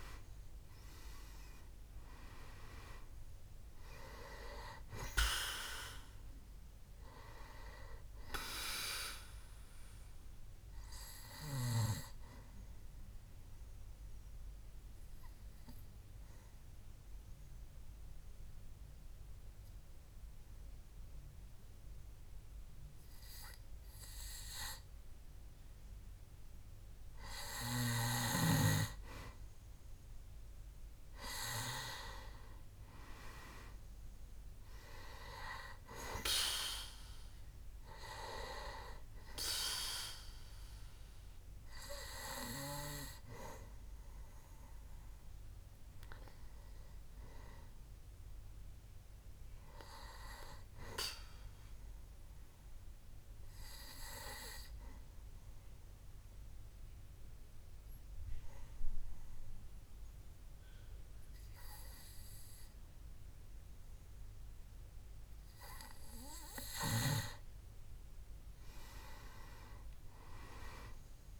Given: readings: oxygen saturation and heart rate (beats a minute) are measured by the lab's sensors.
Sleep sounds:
breathing in sleep by a room microphone; 2
0.00-2.00 s: arousal
0.00-23.00 s: oxygen desaturation (device-marked, oxygen 91% lowest, heart rate 64 extreme)
10.00-27.00 s: obstructive apnea (oxygen 98% before, 91% lowest, heart rate 70 before, 64 extreme, up 3 after)
28.50-32.00 s: arousal
39.00-57.00 s: oxygen desaturation (device-marked, oxygen 98% before, 93% lowest, heart rate 66 before, 64 extreme)
53.00-66.50 s: obstructive apnea (oxygen 98% before, 91% lowest, heart rate 66 before, 64 extreme, up 7 after)
From the record:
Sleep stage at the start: N2 (light sleep); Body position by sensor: on the back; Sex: male

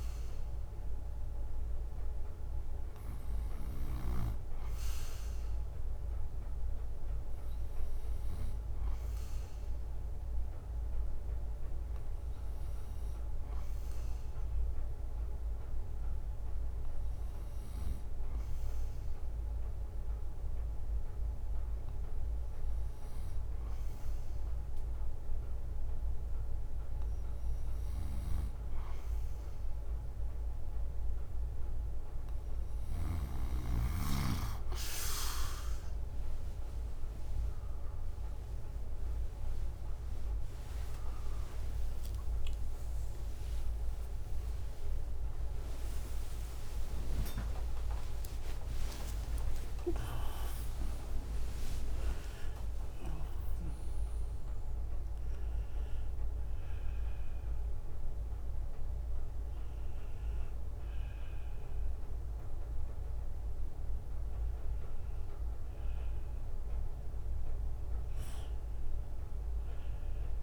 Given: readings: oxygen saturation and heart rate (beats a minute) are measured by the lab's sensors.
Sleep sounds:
breathing in sleep by a room microphone; none
0.00-4.00 s: snoring (device-marked)
27.50-33.00 s: snoring (device-marked)
38.50-49.50 s: drop in pulse transit time (device-marked, heart rate 68 before, 73 extreme)
42.00-48.00 s: arousal
48.00-50.00 s: long interval between heartbeats (device-marked, heart rate 72 before, 85 extreme)
From the record:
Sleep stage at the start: N2 (light sleep); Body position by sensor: on the right side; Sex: male

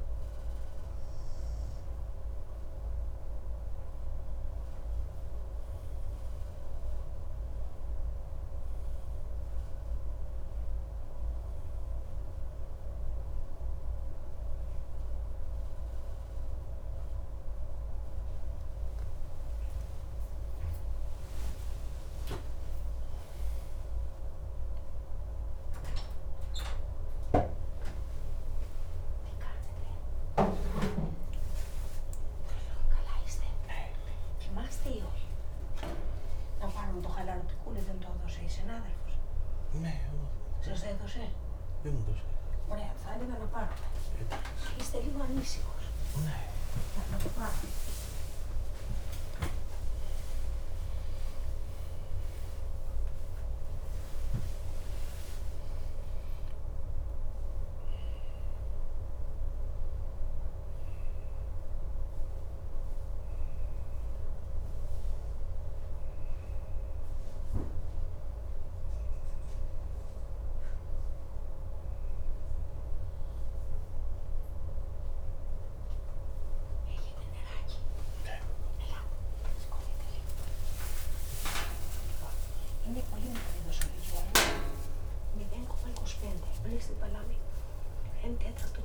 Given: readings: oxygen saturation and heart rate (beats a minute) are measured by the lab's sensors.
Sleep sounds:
a person awake in a sleep study, by a room microphone; none
5.00-88.85 s: new sleep stage, awake
From the record:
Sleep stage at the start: N2 (light sleep); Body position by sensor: on the right side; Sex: male

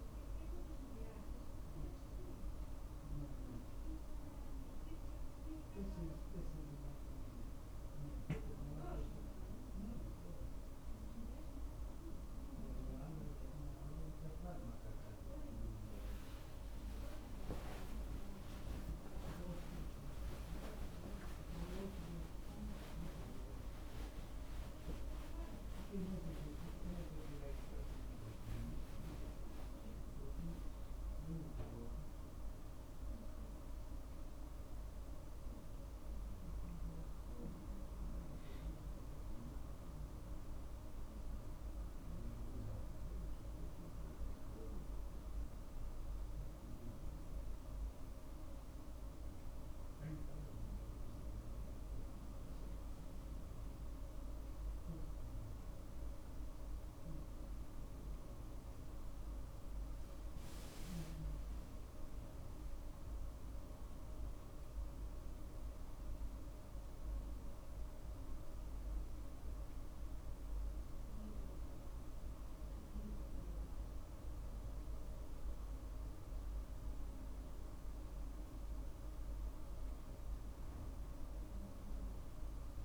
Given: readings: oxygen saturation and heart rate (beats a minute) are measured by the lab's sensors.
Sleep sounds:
a person awake in a sleep study, by a room microphone; none
none scored
From the record:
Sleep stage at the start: awake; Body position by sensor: on the right side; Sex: male

